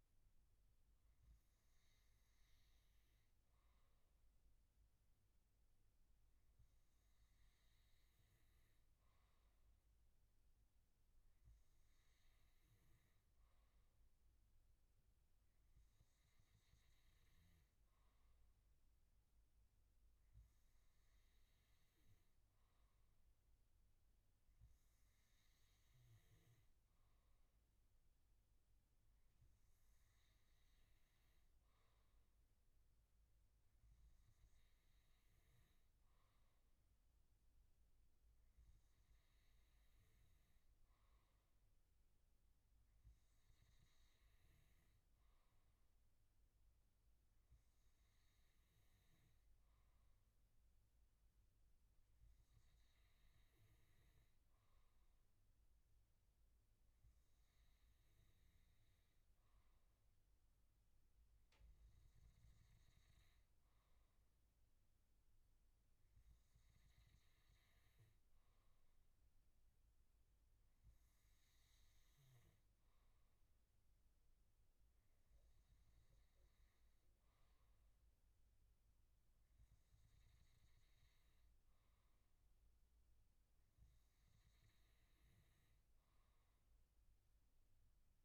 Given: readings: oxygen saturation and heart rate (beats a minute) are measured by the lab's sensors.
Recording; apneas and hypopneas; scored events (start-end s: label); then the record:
breathing in sleep, hard to hear, by a room microphone; none
none scored
From the record:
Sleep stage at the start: N2 (light sleep); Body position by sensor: on the back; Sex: male